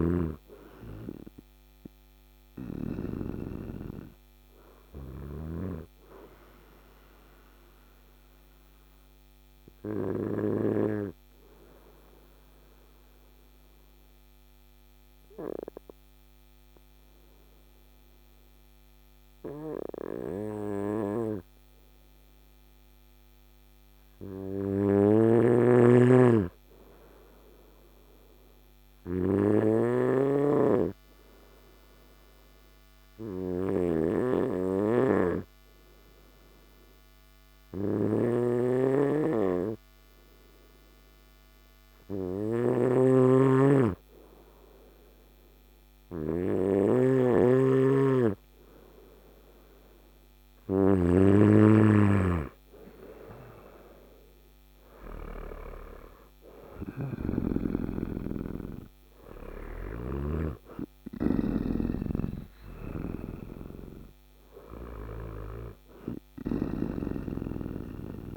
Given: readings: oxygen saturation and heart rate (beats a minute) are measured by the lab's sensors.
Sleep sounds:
breathing in sleep by a microphone on the trachea; 2
0.00-1.50 s: oxygen desaturation (device-marked, oxygen 91% lowest, heart rate 55 extreme)
4.50-21.00 s: obstructive apnea (oxygen 96% before, 93% lowest, heart rate 62 before, 54 extreme, up 1 after)
23.00-26.50 s: arousal
24.50-29.50 s: snoring (device-marked)
30.50-46.50 s: obstructive apnea (oxygen 100% before, 95% lowest, heart rate 55 before, 57 extreme, up 4 after)
33.50-46.50 s: oxygen desaturation (device-marked, oxygen 99% before, 95% lowest, heart rate 55 before, 57 extreme)
42.00-50.50 s: snoring (device-marked)
49.50-53.50 s: arousal
From the record:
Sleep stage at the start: N2 (light sleep); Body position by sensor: on the front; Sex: male

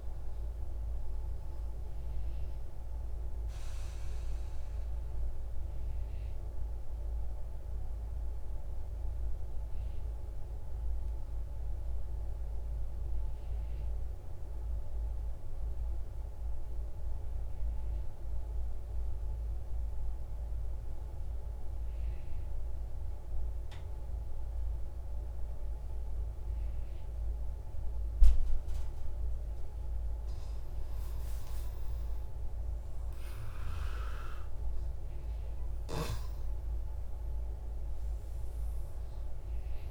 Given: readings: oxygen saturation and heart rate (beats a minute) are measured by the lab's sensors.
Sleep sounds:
breathing in sleep, hard to hear, by a room microphone; 1
0.00-11.50 s: oxygen desaturation (device-marked, oxygen 88% lowest, heart rate 27 extreme)
3.00-28.50 s: central apnea (oxygen 95% before, 88% lowest, heart rate 75 before, 75 extreme)
30.00-35.00 s: arousal
30.50-39.91 s: oxygen desaturation (device-marked, oxygen 98% before, 92% lowest)
From the record:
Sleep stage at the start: N2 (light sleep); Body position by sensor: on the right side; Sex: male

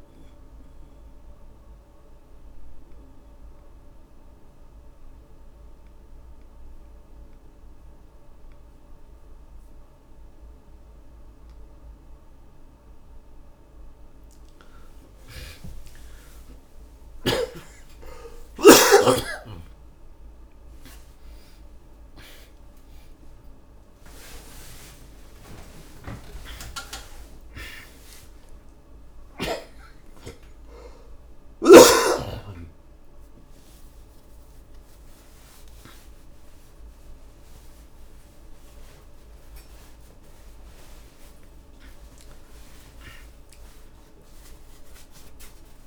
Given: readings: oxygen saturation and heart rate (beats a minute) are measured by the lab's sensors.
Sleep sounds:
a person awake in a sleep study, by a room microphone; 1
0.00-14.00 s: oxygen desaturation (device-marked, oxygen 87% lowest, heart rate 27 extreme)
1.50-13.50 s: obstructive apnea (oxygen 98% before, 78% lowest, heart rate 66 before, 55 extreme, up 17 after)
7.00-45.86 s: new sleep stage, awake
27.00-45.86 s: oxygen desaturation (device-marked, oxygen 92% before, 78% lowest)
From the record:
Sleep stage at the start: N2 (light sleep); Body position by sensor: on the back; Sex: male

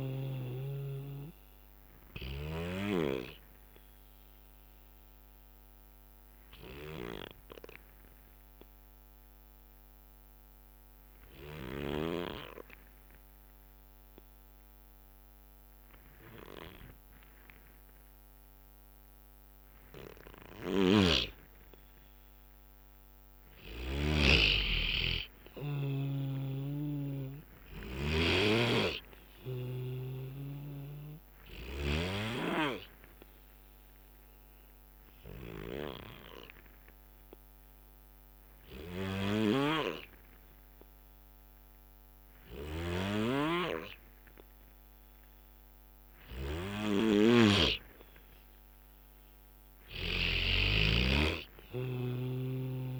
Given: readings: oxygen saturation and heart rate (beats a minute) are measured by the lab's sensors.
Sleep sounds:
breathing in sleep by a microphone on the trachea; 2
0.00-8.00 s: oxygen desaturation (device-marked, oxygen 87% lowest, heart rate 60 extreme)
3.50-23.00 s: obstructive apnea (oxygen 99% before, 87% lowest, heart rate 65 before, 59 extreme, up 6 after)
21.00-24.50 s: snoring (device-marked)
24.00-43.00 s: oxygen desaturation (device-marked, oxygen 99% before, 91% lowest, heart rate 62 before, 59 extreme)
25.50-29.00 s: arousal
26.50-30.00 s: snoring (device-marked)
35.50-48.50 s: obstructive apnea (oxygen 99% before, 89% lowest, heart rate 62 before, 59 extreme, up 6 after)
39.50-50.50 s: snoring (device-marked)
48.00-53.00 s: oxygen desaturation (device-marked, oxygen 96% before, 89% lowest, heart rate 62 before, 61 extreme)
50.50-53.00 s: arousal
From the record:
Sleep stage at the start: N2 (light sleep); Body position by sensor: on the back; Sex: male

